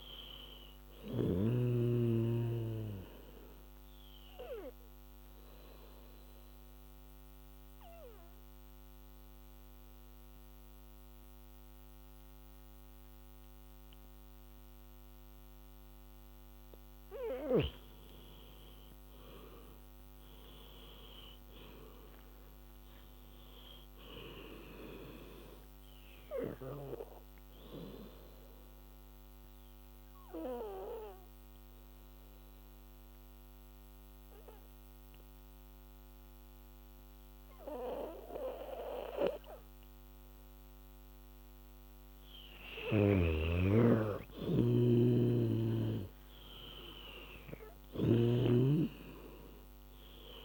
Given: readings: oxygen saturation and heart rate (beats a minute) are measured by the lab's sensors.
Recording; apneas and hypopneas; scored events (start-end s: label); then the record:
breathing in sleep by a microphone on the trachea; 2
0.00-9.00 s: oxygen desaturation (device-marked, oxygen 88% lowest, heart rate 66 extreme)
1.50-16.50 s: obstructive apnea (oxygen 99% before, 87% lowest, heart rate 76 before, 66 extreme, up 18 after)
19.50-23.50 s: arousal
23.00-37.00 s: oxygen desaturation (device-marked, oxygen 99% before, 88% lowest, heart rate 73 before, 66 extreme)
29.00-42.50 s: obstructive apnea (oxygen 99% before, 87% lowest, heart rate 76 before, 65 extreme, up 14 after)
39.00-50.45 s: oxygen desaturation (device-marked, oxygen 99% before, 87% lowest, heart rate 75 before, 62 extreme)
43.00-48.00 s: snoring (device-marked)
47.00-50.45 s: arousal
From the record:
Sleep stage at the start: N2 (light sleep); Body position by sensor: on the back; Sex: female